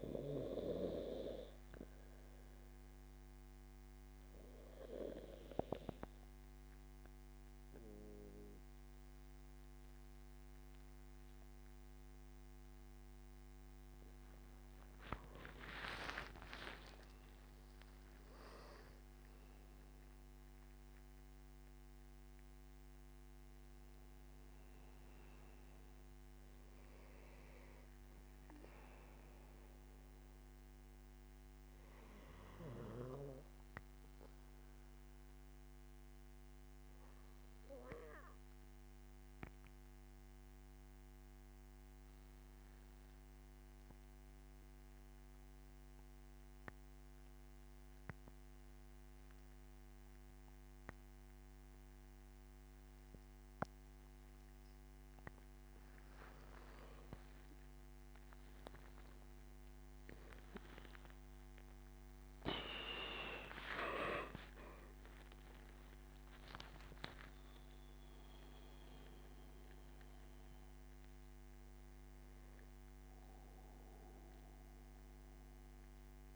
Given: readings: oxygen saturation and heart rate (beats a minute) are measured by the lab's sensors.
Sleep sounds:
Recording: breathing in sleep by a microphone on the trachea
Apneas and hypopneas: 2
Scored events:
0.50-13.50 s: obstructive apnea (oxygen 97% before, 89% lowest, heart rate 81 before, 71 extreme, up 12 after)
15.00-19.00 s: arousal
20.50-35.50 s: oxygen desaturation (device-marked, oxygen 96% before, 93% lowest, heart rate 81 before, 71 extreme)
36.00-55.00 s: obstructive apnea (oxygen 96% before, 89% lowest, heart rate 78 before, 74 extreme, up 9 after)
52.50-76.36 s: oxygen desaturation (device-marked, oxygen 97% before, 89% lowest, heart rate 79 before, 74 extreme)
58.50-62.50 s: arousal
From the record:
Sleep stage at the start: N2 (light sleep)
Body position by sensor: on the back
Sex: male

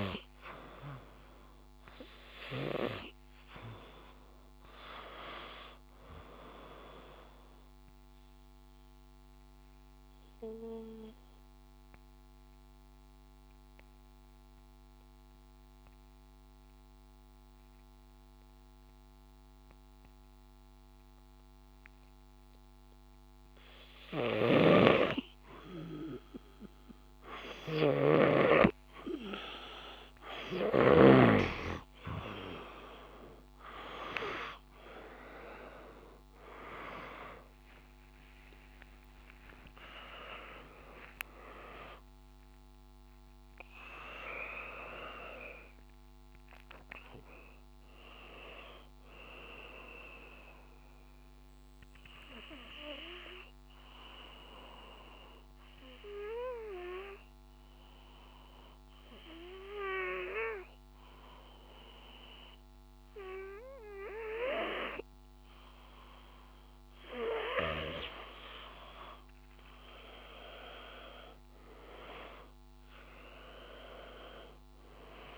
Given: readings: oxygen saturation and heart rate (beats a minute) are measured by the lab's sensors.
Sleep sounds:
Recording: breathing in sleep by a microphone on the trachea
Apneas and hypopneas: 2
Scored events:
0.00-16.00 s: oxygen desaturation (device-marked, oxygen 90% lowest, heart rate 56 extreme)
7.00-23.00 s: obstructive apnea (oxygen 97% before, 90% lowest, heart rate 59 before, 56 extreme, up 1 after)
35.00-66.00 s: oxygen desaturation (device-marked, oxygen 97% before, 90% lowest, heart rate 57 before, 54 extreme)
36.50-41.00 s: arousal
50.50-65.50 s: obstructive apnea (oxygen 97% before, 90% lowest, heart rate 64 before, 54 extreme, up 4 after)
67.50-71.00 s: arousal
From the record:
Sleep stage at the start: N2 (light sleep)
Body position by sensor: on the back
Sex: male

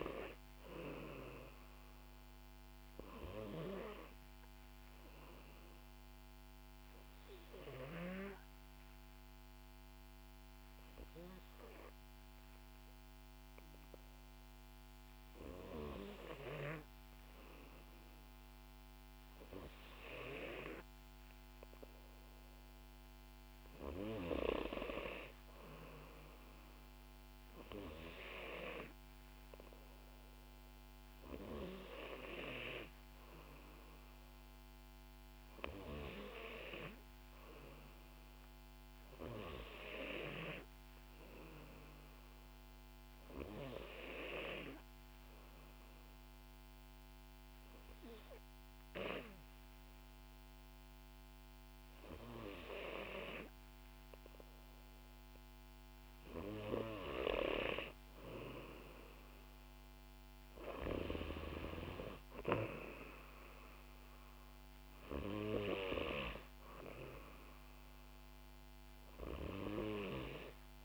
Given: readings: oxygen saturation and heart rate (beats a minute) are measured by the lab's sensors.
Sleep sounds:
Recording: breathing in sleep by a microphone on the trachea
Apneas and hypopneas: 2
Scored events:
1.00-19.00 s: oxygen desaturation (device-marked, oxygen 95% before, 91% lowest, heart rate 61 before, 59 extreme)
4.00-16.50 s: obstructive apnea (oxygen 96% before, 91% lowest, heart rate 61 before, 59 extreme, up 4 after)
22.00-26.00 s: arousal
44.50-56.00 s: hypopnea (oxygen 94% before, 91% lowest, heart rate 63 before, 60 extreme, up 0 after)
58.50-61.50 s: arousal
From the record:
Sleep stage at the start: N2 (light sleep)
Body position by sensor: on the back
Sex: female

